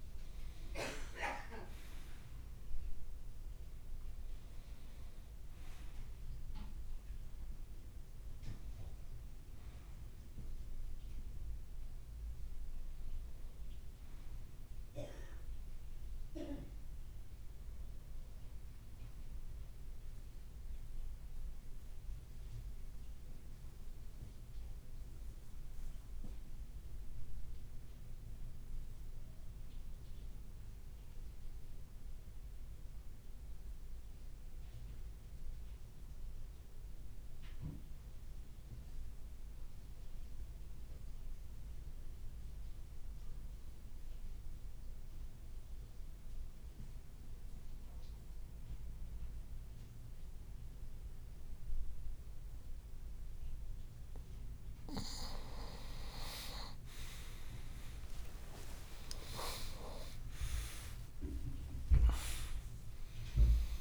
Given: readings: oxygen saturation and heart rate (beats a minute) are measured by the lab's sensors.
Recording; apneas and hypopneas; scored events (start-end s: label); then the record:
breathing in sleep by a room microphone; 1
21.00-53.00 s: mixed apnea (oxygen 97% before, 92% lowest, heart rate 58 before, 51 extreme, up 27 after)
42.50-47.00 s: leg movement (device-marked)
56.00-61.50 s: arousal
57.50-63.81 s: oxygen desaturation (device-marked, oxygen 97% before, 94% lowest, heart rate 53 before, 56 extreme)
58.00-60.50 s: leg movement (device-marked)
58.50-60.50 s: long interval between heartbeats (device-marked, heart rate 53 before, 66 extreme)
60.50-62.50 s: long interval between heartbeats (device-marked, heart rate 54 before, 78 extreme)
61.00-62.50 s: leg movement (device-marked)
From the record:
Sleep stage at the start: N2 (light sleep); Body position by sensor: on the right side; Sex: male